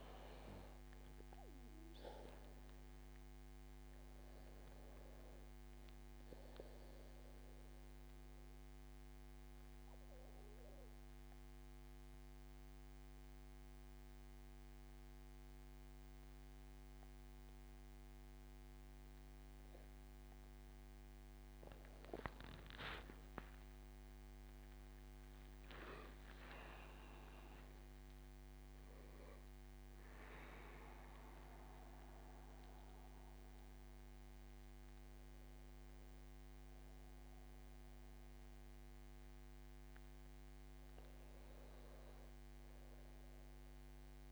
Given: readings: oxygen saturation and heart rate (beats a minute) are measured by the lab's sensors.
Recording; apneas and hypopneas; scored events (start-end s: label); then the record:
breathing in sleep, hard to hear, by a microphone on the trachea; 1
7.50-21.50 s: mixed apnea (oxygen 97% before, 92% lowest, heart rate 81 before, 72 extreme, up 10 after)
23.50-27.50 s: arousal
25.50-41.50 s: oxygen desaturation (device-marked, oxygen 97% before, 92% lowest, heart rate 82 before, 72 extreme)
From the record:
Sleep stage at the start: N2 (light sleep); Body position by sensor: on the back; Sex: male